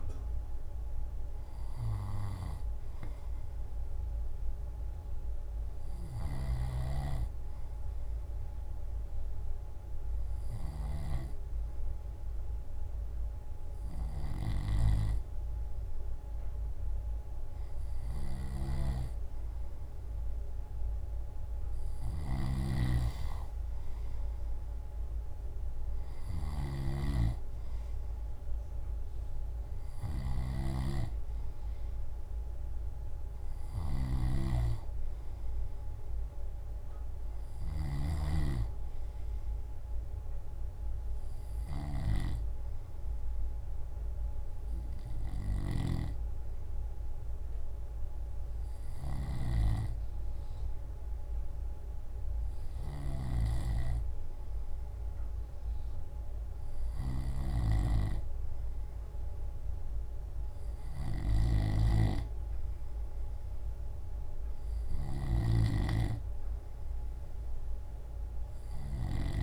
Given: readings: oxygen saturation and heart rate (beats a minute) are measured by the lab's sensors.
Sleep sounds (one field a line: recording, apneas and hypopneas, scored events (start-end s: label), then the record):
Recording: breathing in sleep by a room microphone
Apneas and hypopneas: none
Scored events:
none scored
From the record:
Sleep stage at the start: N2 (light sleep)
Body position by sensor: on the left side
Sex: male